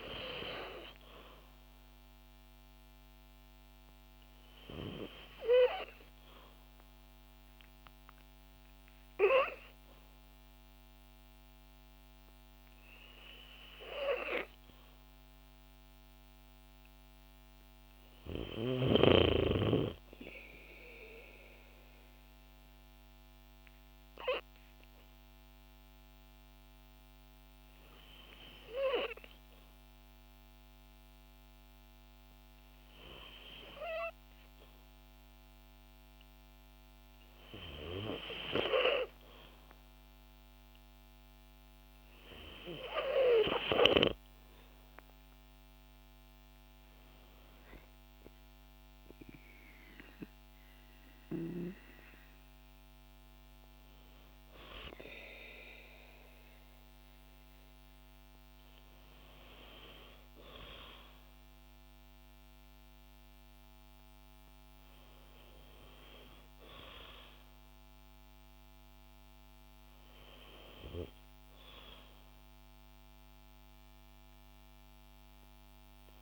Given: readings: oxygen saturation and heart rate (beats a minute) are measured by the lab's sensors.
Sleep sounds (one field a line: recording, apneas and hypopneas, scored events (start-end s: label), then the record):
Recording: breathing in sleep by a microphone on the trachea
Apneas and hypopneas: 1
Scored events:
23.00-35.00 s: hypopnea (oxygen 95% before, 92% lowest, heart rate 58 before, 55 extreme, up 1 after)
44.00-48.00 s: arousal
From the record:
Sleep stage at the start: N2 (light sleep)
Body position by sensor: on the back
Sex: female